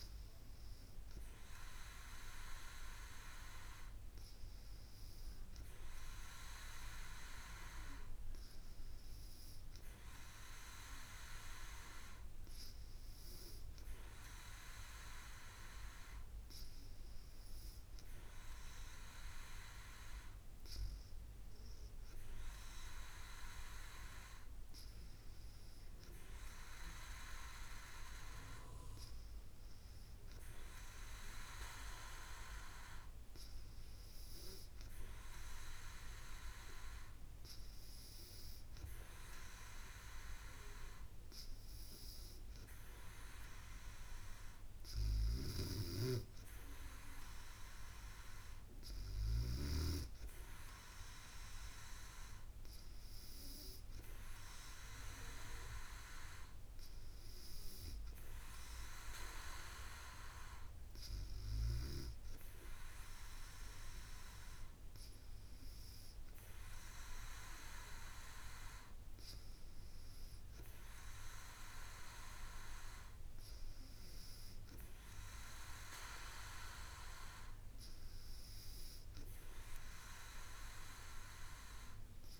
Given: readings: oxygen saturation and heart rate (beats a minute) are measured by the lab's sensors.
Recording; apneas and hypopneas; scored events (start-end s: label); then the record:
breathing in sleep by a room microphone; none
none scored
From the record:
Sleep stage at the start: N2 (light sleep); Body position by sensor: on the back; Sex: female